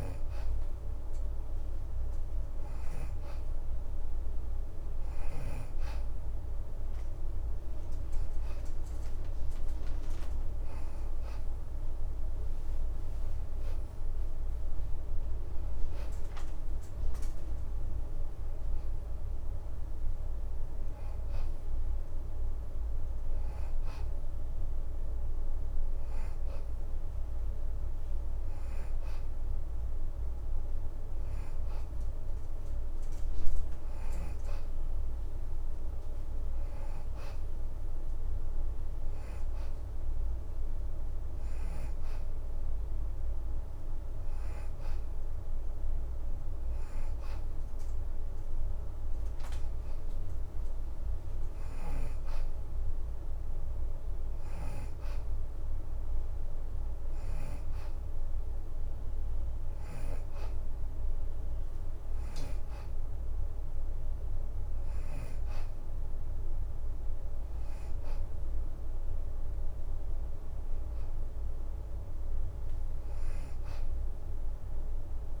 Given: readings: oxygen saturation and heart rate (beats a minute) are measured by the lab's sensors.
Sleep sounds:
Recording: breathing in sleep, hard to hear, by a room microphone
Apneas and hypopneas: none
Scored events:
none scored
From the record:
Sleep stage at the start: N2 (light sleep)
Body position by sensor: on the back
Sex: female

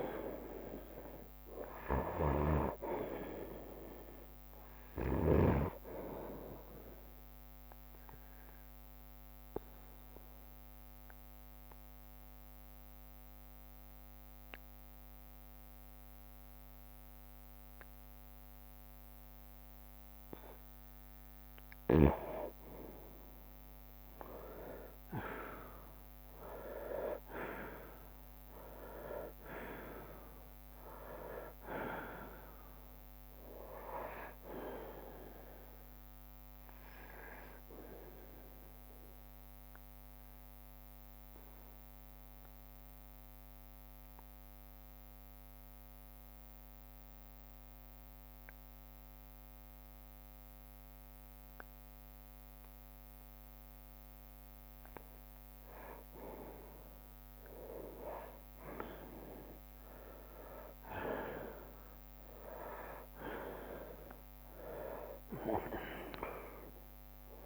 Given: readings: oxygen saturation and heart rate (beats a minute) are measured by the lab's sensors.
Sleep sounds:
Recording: breathing in sleep by a microphone on the trachea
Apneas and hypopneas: 2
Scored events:
0.00-1.50 s: arousal
0.00-5.50 s: snoring (device-marked)
0.50-12.50 s: drop in pulse transit time (device-marked, heart rate 61 before, 63 extreme)
6.50-24.50 s: oxygen desaturation (device-marked, oxygen 97% before, 91% lowest, heart rate 62 before, 59 extreme)
7.00-21.50 s: obstructive apnea (oxygen 97% before, 91% lowest, heart rate 62 before, 60 extreme, up 6 after)
24.00-29.00 s: arousal
25.50-38.50 s: drop in pulse transit time (device-marked, heart rate 63 before, 64 extreme)
29.50-51.50 s: oxygen desaturation (device-marked, oxygen 96% before, 91% lowest, heart rate 63 before, 49 extreme)
38.50-54.50 s: obstructive apnea (oxygen 96% before, 91% lowest, heart rate 65 before, 49 extreme, up 5 after)
43.50-51.50 s: bradycardia (device-marked, heart rate 64 before, 59 extreme)
53.50-55.50 s: bradycardia (device-marked, heart rate 64 before, 58 extreme)
55.00-57.00 s: long interval between heartbeats (device-marked, heart rate 62 before, 62 extreme)
56.00-62.00 s: arousal
57.50-63.50 s: bradycardia (device-marked, heart rate 64 before, 49 extreme)
58.50-67.46 s: drop in pulse transit time (device-marked, heart rate 60 before, 49 extreme)
59.00-61.00 s: long interval between heartbeats (device-marked, heart rate 60 before, 61 extreme)
From the record:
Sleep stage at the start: N2 (light sleep)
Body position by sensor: on the right side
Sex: male

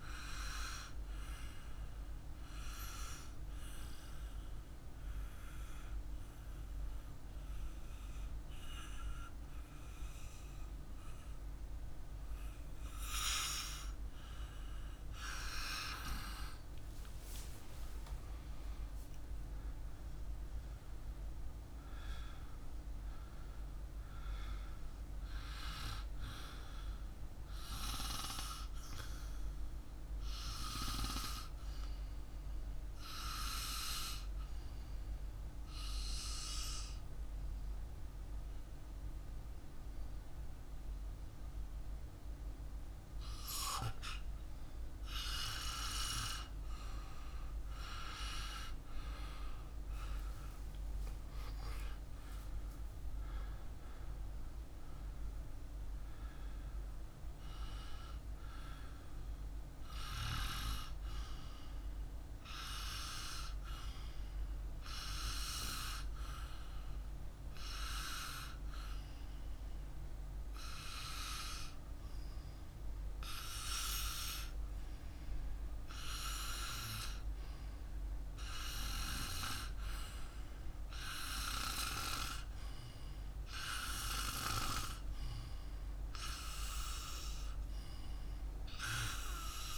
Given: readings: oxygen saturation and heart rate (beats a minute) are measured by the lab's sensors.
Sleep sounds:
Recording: breathing in sleep by a room microphone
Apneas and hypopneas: 3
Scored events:
3.00-14.50 s: obstructive apnea (oxygen 98% before, 93% lowest, heart rate 71 before, 53 extreme, up 2 after)
16.00-19.00 s: arousal
24.00-38.00 s: oxygen desaturation (device-marked, oxygen 99% before, 94% lowest, heart rate 54 before, 53 extreme)
35.00-45.00 s: obstructive apnea (oxygen 99% before, 93% lowest, heart rate 54 before, 53 extreme, up 28 after)
46.50-50.50 s: arousal
62.00-68.00 s: oxygen desaturation (device-marked, oxygen 97% before, 93% lowest, heart rate 63 before, 51 extreme)
65.50-75.50 s: hypopnea (oxygen 98% before, 94% lowest, heart rate 63 before, 51 extreme, up 2 after)
77.00-81.00 s: arousal
From the record:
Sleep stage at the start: REM sleep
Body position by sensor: on the back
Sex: male

